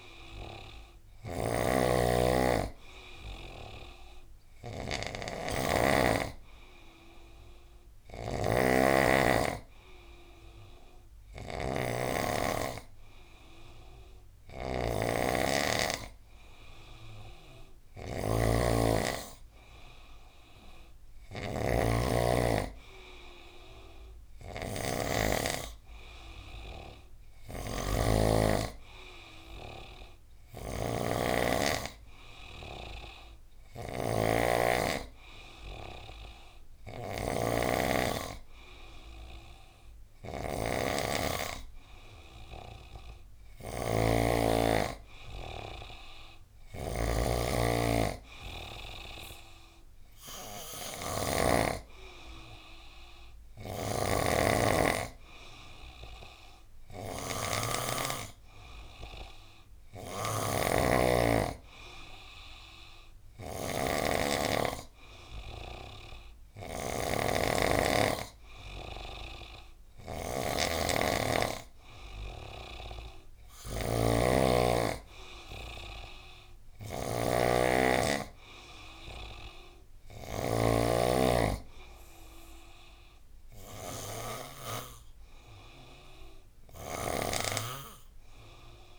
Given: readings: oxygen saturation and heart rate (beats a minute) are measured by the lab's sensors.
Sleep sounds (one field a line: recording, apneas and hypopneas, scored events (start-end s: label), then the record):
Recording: breathing in sleep by a room microphone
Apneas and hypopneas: none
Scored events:
0.00-84.50 s: snoring (device-marked)
86.50-88.99 s: snoring (device-marked)
From the record:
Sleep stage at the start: N2 (light sleep)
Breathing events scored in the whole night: 271 in 4.0 hours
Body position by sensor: on the right side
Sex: male